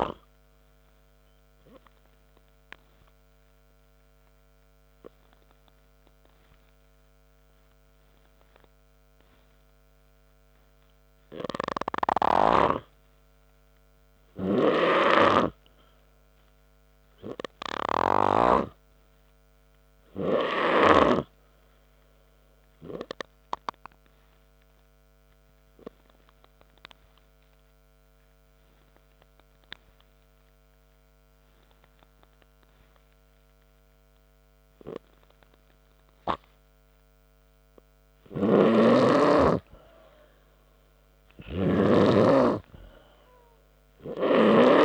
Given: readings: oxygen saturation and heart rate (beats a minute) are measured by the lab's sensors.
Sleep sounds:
breathing in sleep by a microphone on the trachea; 2
0.50-38.50 s: oxygen desaturation (device-marked, oxygen 99% before, 90% lowest, heart rate 66 before, 57 extreme)
2.50-12.50 s: obstructive apnea (oxygen 99% before, 90% lowest, heart rate 66 before, 61 extreme, up 0 after)
14.50-18.00 s: arousal
26.50-38.00 s: obstructive apnea (oxygen 99% before, 91% lowest, heart rate 64 before, 57 extreme, up 6 after)
39.00-42.50 s: snoring (device-marked)
41.00-44.85 s: arousal
From the record:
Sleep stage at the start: N3 (deep sleep); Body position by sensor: on the back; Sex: male

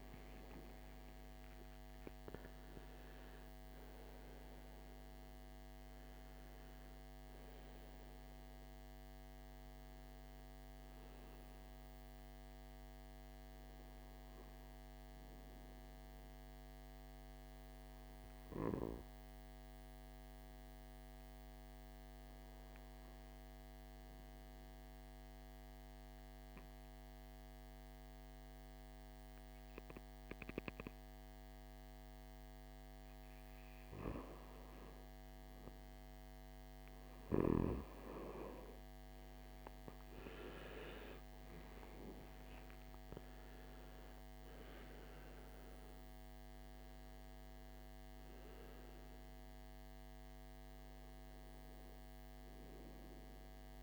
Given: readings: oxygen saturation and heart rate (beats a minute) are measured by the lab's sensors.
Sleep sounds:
breathing in sleep by a microphone on the trachea; 1
0.00-1.00 s: arousal
0.00-23.00 s: oxygen desaturation (device-marked, oxygen 92% lowest, heart rate 53 extreme)
16.50-32.50 s: obstructive apnea (oxygen 95% before, 89% lowest, heart rate 66 before, 53 extreme, up 9 after)
34.50-38.50 s: arousal
37.00-53.83 s: oxygen desaturation (device-marked, oxygen 98% before, 91% lowest, heart rate 55 before, 53 extreme)
From the record:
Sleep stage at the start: N2 (light sleep); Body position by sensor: on the right side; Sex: male

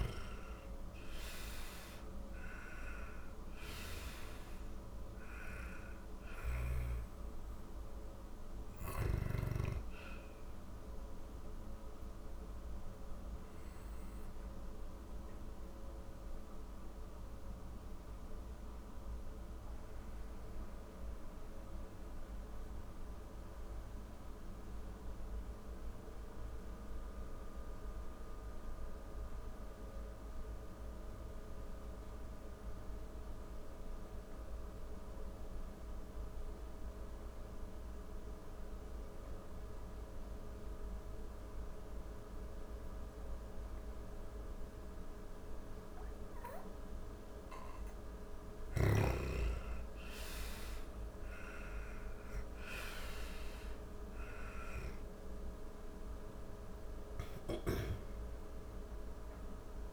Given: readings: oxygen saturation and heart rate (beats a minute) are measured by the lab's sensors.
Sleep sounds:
breathing in sleep by a room microphone; 1
0.00-3.00 s: arousal
0.00-20.00 s: oxygen desaturation (device-marked, oxygen 87% lowest)
12.00-45.50 s: obstructive apnea (oxygen 98% before, 84% lowest, heart rate 46 before, 29 extreme, up 11 after)
38.00-59.93 s: oxygen desaturation (device-marked, oxygen 98% before, 84% lowest, heart rate 41 before, 39 extreme)
53.00-59.93 s: arousal
From the record:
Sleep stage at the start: N2 (light sleep); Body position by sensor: on the back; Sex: female

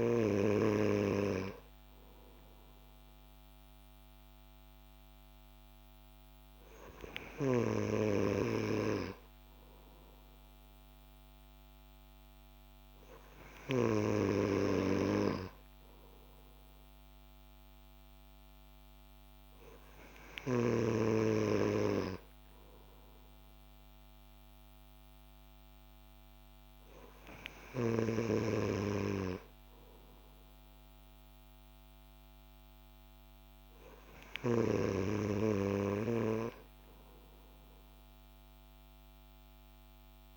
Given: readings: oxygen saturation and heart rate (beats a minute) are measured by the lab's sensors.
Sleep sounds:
breathing in sleep by a microphone on the trachea; none
none scored
From the record:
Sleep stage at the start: N3 (deep sleep); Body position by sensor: on the back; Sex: male

